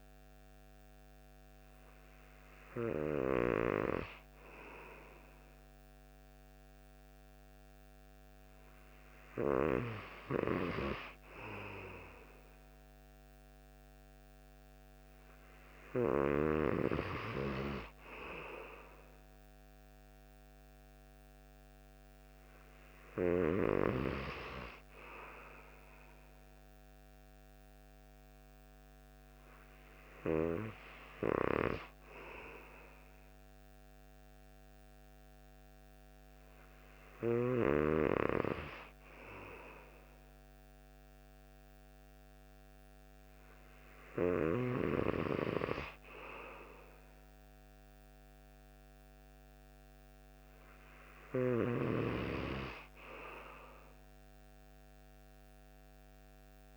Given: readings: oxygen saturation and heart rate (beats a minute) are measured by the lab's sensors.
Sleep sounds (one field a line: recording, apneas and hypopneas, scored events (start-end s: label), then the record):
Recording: breathing in sleep by a microphone on the trachea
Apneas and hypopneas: none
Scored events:
none scored
From the record:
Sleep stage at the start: N2 (light sleep)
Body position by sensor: on the right side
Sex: male